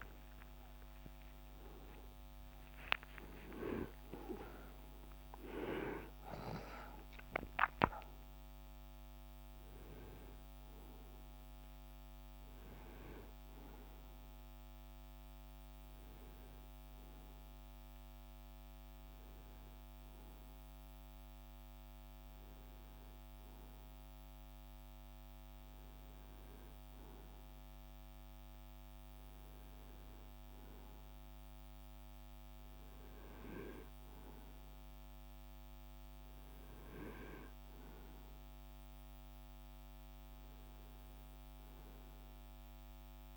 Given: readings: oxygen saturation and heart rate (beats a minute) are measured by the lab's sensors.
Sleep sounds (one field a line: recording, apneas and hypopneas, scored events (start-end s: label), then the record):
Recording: a person awake in a sleep study, by a microphone on the trachea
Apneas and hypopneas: none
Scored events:
30.00-43.37 s: new sleep stage, N1 (lightest sleep)
From the record:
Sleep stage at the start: awake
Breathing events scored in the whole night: 321 in 7.1 hours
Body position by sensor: on the right side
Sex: male